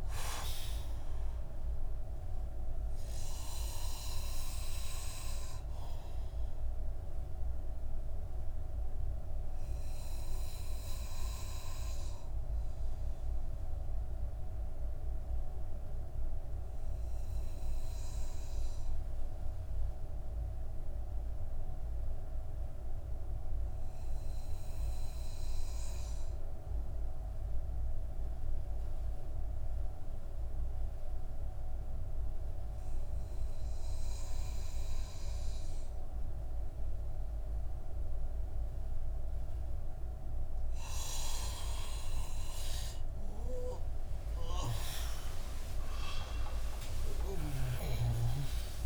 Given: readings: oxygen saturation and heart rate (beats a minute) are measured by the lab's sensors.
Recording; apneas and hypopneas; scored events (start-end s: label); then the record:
breathing in sleep by a room microphone; 1
7.50-39.50 s: obstructive apnea (oxygen 97% before, 91% lowest)
13.50-28.50 s: oxygen desaturation (device-marked, oxygen 95% before, 91% lowest)
43.00-48.50 s: arousal
From the record:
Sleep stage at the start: N2 (light sleep); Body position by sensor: on the back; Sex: male